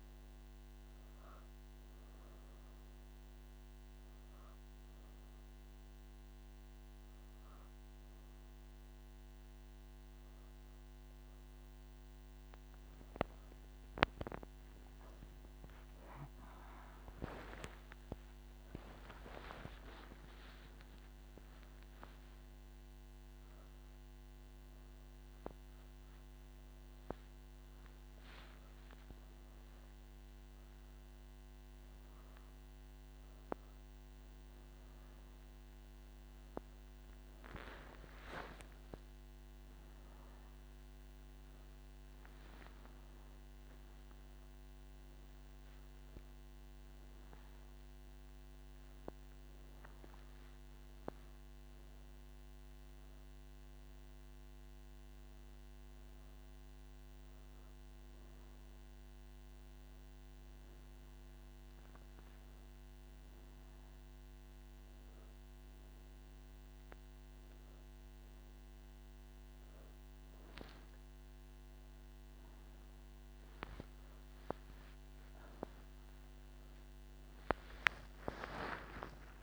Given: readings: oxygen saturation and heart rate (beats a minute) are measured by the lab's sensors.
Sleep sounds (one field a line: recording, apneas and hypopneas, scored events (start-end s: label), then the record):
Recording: breathing in sleep by a microphone on the trachea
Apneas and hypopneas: 1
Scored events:
2.00-12.00 s: obstructive apnea (oxygen 98% before, 95% lowest, heart rate 61 before, 51 extreme, up 47 after)
58.50-77.50 s: oxygen desaturation (device-marked, oxygen 98% before, 95% lowest, heart rate 80 before, 25 extreme)
From the record:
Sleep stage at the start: N3 (deep sleep)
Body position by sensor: on the back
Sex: female